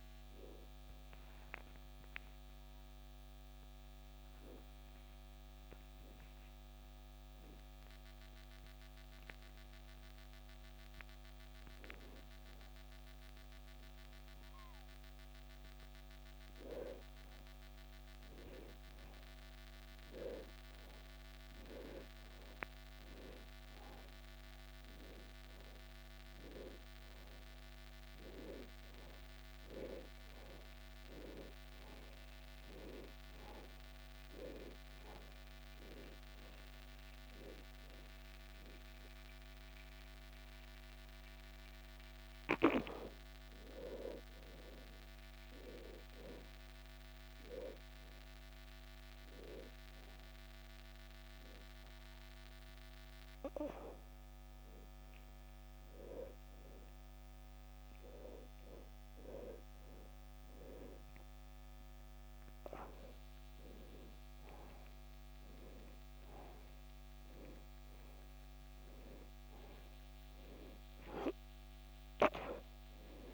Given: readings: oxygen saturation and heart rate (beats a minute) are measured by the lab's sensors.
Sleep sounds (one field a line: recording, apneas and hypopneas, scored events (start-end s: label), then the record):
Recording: a person awake in a sleep study, by a microphone on the trachea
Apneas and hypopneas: none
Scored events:
48.50-66.50 s: oxygen desaturation (device-marked, oxygen 93% before, 90% lowest, heart rate 77 before, 72 extreme)
From the record:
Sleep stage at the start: awake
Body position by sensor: upright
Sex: male